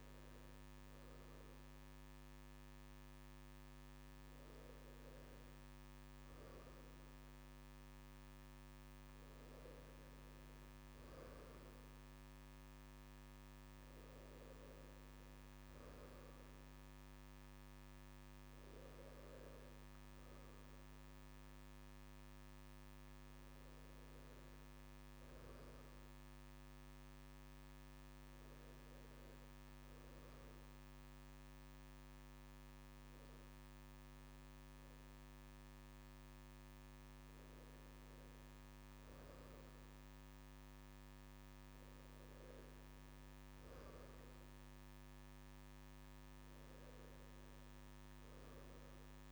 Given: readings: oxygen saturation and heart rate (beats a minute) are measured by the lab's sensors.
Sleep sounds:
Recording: a person awake in a sleep study, hard to hear, by a microphone on the trachea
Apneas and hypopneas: none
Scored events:
none scored
From the record:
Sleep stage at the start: awake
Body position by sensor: on the right side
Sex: male

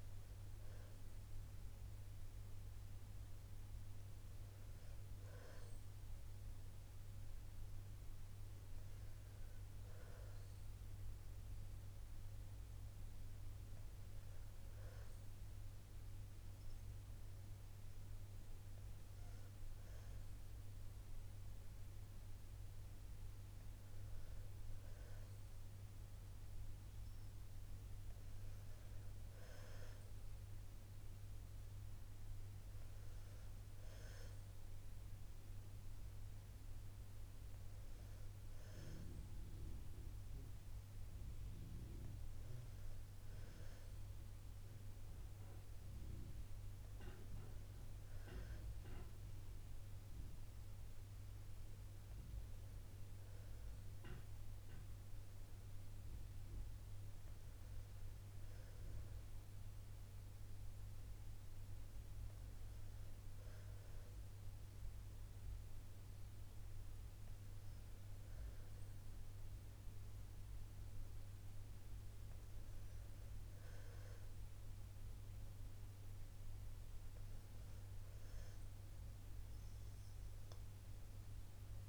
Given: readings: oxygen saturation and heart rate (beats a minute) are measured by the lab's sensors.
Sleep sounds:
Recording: breathing in sleep, hard to hear, by a room microphone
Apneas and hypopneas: none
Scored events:
47.00-81.89 s: new sleep stage, REM sleep
From the record:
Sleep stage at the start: N2 (light sleep)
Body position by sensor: on the back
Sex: female

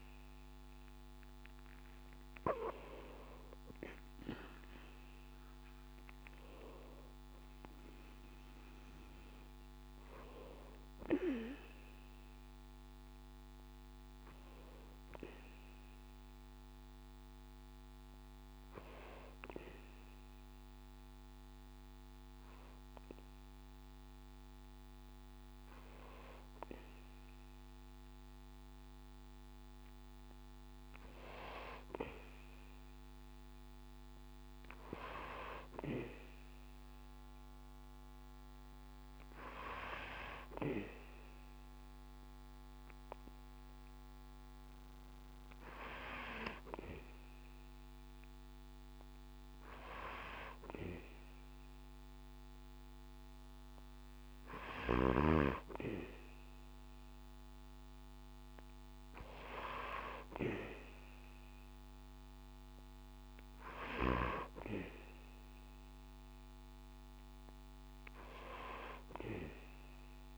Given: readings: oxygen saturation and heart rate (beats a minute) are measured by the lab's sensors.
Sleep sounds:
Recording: breathing in sleep by a microphone on the trachea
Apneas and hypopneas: none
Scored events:
2.50-6.50 s: arousal
From the record:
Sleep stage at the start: N2 (light sleep)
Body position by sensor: on the back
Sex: male

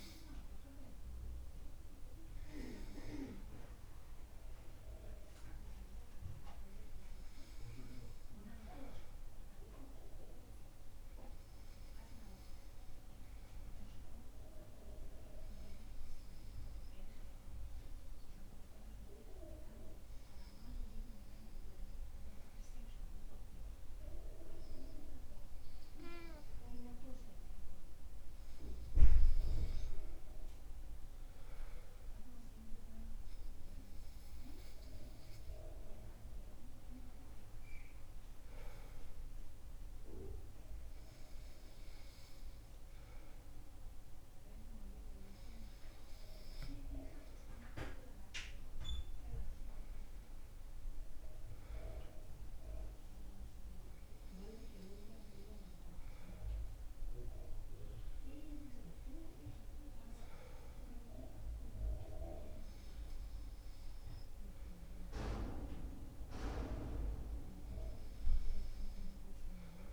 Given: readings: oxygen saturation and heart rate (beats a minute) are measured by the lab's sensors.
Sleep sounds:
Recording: breathing in sleep by a room microphone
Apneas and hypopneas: 1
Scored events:
0.00-6.00 s: oxygen desaturation (device-marked, oxygen 93% lowest, heart rate 65 extreme)
14.00-27.50 s: obstructive apnea (oxygen 96% before, 94% lowest, heart rate 69 before, 65 extreme, up 5 after)
29.50-32.50 s: arousal
From the record:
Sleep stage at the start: N2 (light sleep)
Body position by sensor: on the back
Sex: male

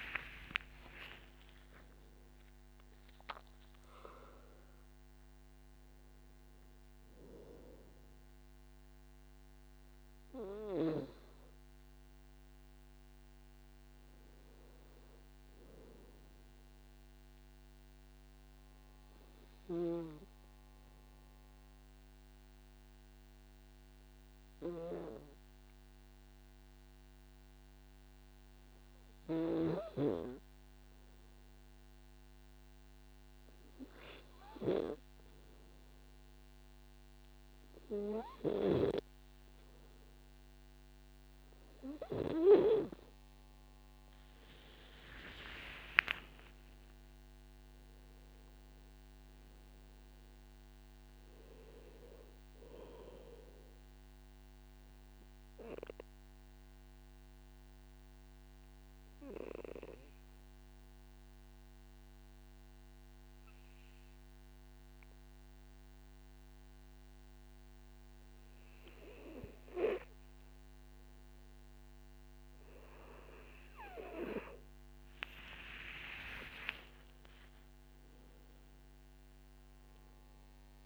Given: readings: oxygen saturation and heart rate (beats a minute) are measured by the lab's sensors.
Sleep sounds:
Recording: breathing in sleep by a microphone on the trachea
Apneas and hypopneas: 2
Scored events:
0.00-2.50 s: arousal
0.00-12.50 s: oxygen desaturation (device-marked, oxygen 93% lowest, heart rate 51 extreme)
20.00-42.50 s: obstructive apnea (oxygen 95% before, 93% lowest, heart rate 66 before, 52 extreme, up 27 after)
40.50-68.50 s: oxygen desaturation (device-marked, oxygen 99% before, 93% lowest, heart rate 54 before, 53 extreme)
44.50-49.50 s: arousal
46.50-48.50 s: long interval between heartbeats (device-marked, heart rate 57 before, 78 extreme)
54.50-72.00 s: obstructive apnea (oxygen 99% before, 93% lowest, heart rate 66 before, 53 extreme, up 16 after)
76.00-80.86 s: arousal
From the record:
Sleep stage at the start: N2 (light sleep)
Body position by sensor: on the back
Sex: male

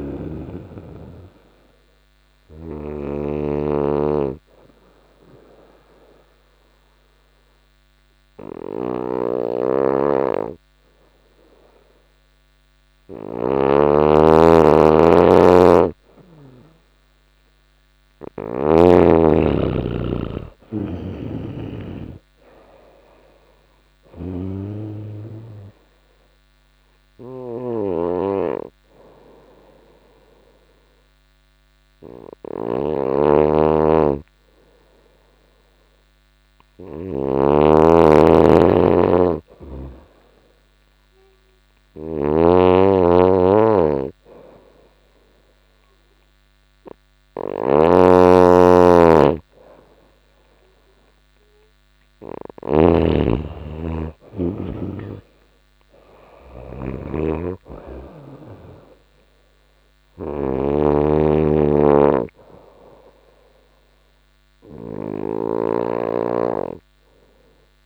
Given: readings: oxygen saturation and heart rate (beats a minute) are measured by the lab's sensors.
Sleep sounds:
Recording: breathing in sleep by a microphone on the trachea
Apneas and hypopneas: 2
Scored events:
0.00-17.50 s: oxygen desaturation (device-marked, oxygen 91% lowest, heart rate 84 extreme)
2.00-13.00 s: snoring (device-marked)
2.50-14.50 s: obstructive apnea (oxygen 97% before, 91% lowest, heart rate 87 before, 85 extreme, up 1 after)
17.50-21.50 s: arousal
20.00-36.50 s: snoring (device-marked)
25.00-36.00 s: obstructive apnea (oxygen 97% before, 91% lowest, heart rate 86 before, 84 extreme, up 1 after)
28.50-42.50 s: oxygen desaturation (device-marked, oxygen 97% before, 91% lowest, heart rate 87 before, 84 extreme)
41.00-67.85 s: snoring (device-marked)
42.50-46.00 s: arousal
49.50-58.50 s: oxygen desaturation (device-marked, oxygen 97% before, 92% lowest, heart rate 86 before, 84 extreme)
From the record:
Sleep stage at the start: N2 (light sleep)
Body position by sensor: on the back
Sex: female

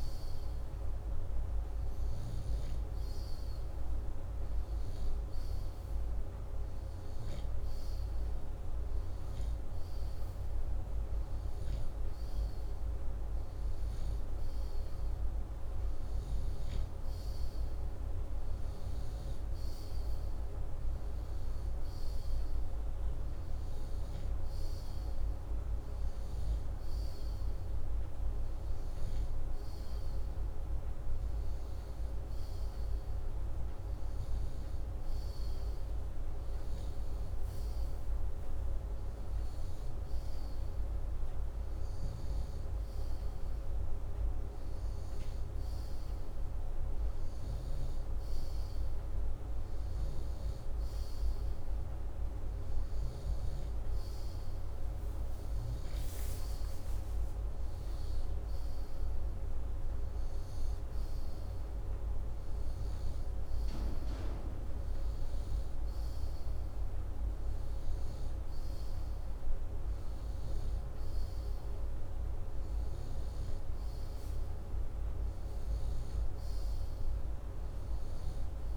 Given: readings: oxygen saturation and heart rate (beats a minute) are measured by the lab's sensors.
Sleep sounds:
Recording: breathing in sleep, hard to hear, by a room microphone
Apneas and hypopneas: none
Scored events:
none scored
From the record:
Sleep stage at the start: N2 (light sleep)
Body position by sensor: upright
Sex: male

